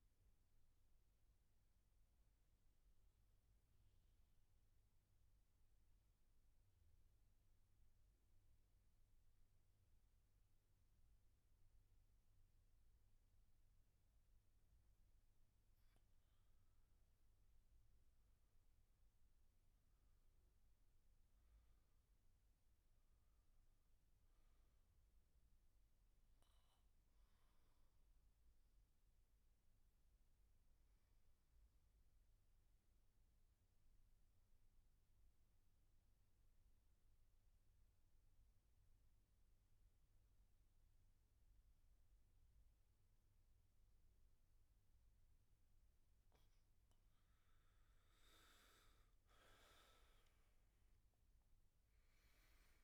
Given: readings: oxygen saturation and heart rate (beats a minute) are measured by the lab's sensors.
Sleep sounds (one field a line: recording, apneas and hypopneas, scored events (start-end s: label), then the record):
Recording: breathing in sleep, hard to hear, by a room microphone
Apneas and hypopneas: 2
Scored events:
0.00-5.00 s: oxygen desaturation (device-marked, oxygen 88% lowest, heart rate 63 extreme)
2.50-14.50 s: obstructive apnea (oxygen 96% before, 84% lowest, heart rate 76 before, 63 extreme, up 8 after)
17.00-21.00 s: arousal
21.00-34.00 s: oxygen desaturation (device-marked, oxygen 97% before, 88% lowest, heart rate 68 before, 65 extreme)
30.00-45.00 s: obstructive apnea (oxygen 97% before, 84% lowest, heart rate 68 before, 67 extreme, up 8 after)
47.50-52.00 s: arousal
48.00-52.84 s: oxygen desaturation (device-marked, oxygen 97% before, 84% lowest, heart rate 67 before, 64 extreme)
From the record:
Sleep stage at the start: N2 (light sleep)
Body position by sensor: on the back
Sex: male